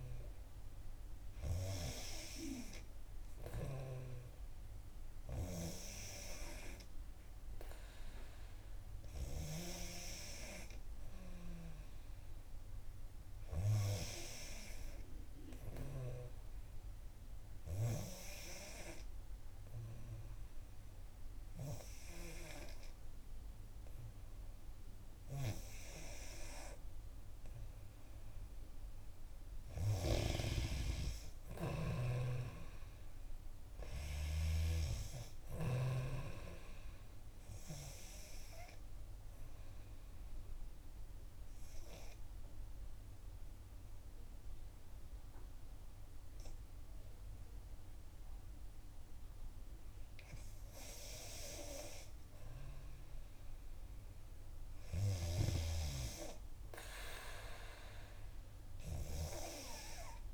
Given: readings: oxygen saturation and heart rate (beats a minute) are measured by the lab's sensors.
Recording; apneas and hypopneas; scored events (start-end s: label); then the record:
breathing in sleep by a room microphone; 2
11.00-14.00 s: arousal
17.00-29.50 s: hypopnea (oxygen 93% before, 89% lowest, heart rate 63 before, 61 extreme, up 3 after)
31.00-34.50 s: arousal
36.00-50.00 s: oxygen desaturation (device-marked, oxygen 92% before, 89% lowest, heart rate 64 before, 59 extreme)
39.00-50.00 s: obstructive apnea (oxygen 92% before, 89% lowest, heart rate 64 before, 59 extreme, up 3 after)
52.00-56.00 s: arousal
From the record:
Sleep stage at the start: N2 (light sleep); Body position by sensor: on the back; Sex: female